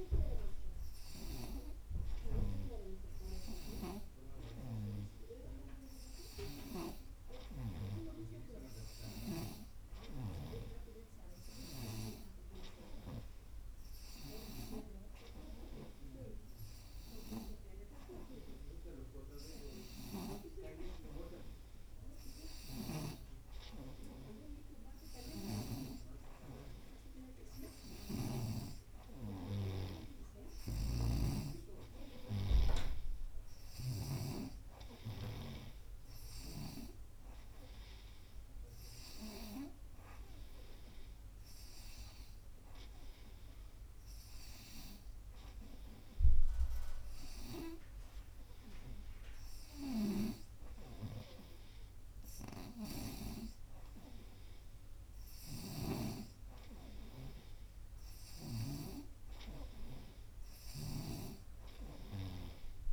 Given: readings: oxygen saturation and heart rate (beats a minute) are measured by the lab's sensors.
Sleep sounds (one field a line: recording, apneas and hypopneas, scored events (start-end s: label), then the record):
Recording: breathing in sleep by a room microphone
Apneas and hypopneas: none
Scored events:
22.50-28.50 s: snoring (device-marked)
30.50-37.00 s: snoring (device-marked)
52.50-62.50 s: snoring (device-marked)
From the record:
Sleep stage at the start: N2 (light sleep)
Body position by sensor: on the right side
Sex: female